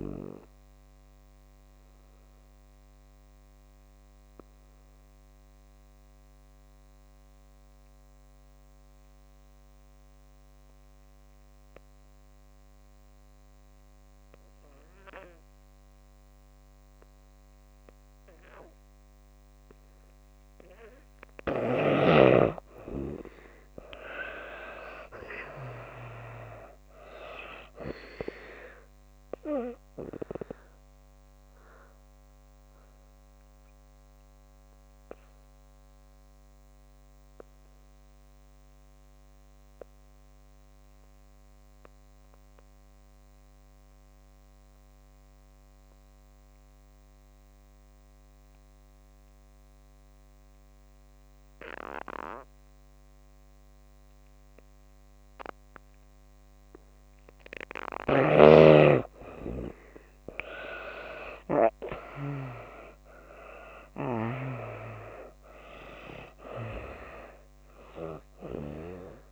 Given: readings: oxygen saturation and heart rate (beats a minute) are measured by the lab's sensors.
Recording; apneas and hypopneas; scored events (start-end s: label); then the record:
breathing in sleep by a microphone on the trachea; 2
0.00-18.00 s: oxygen desaturation (device-marked, oxygen 71% lowest)
0.50-21.50 s: obstructive apnea (oxygen 96% before, 70% lowest)
20.00-50.00 s: oxygen desaturation (device-marked, oxygen 97% before, 74% lowest)
23.50-27.00 s: arousal
29.50-56.50 s: obstructive apnea (oxygen 97% before, 70% lowest)
52.00-69.32 s: oxygen desaturation (device-marked, oxygen 96% before, 70% lowest)
59.50-63.00 s: arousal
From the record:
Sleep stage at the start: N2 (light sleep); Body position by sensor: on the back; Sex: female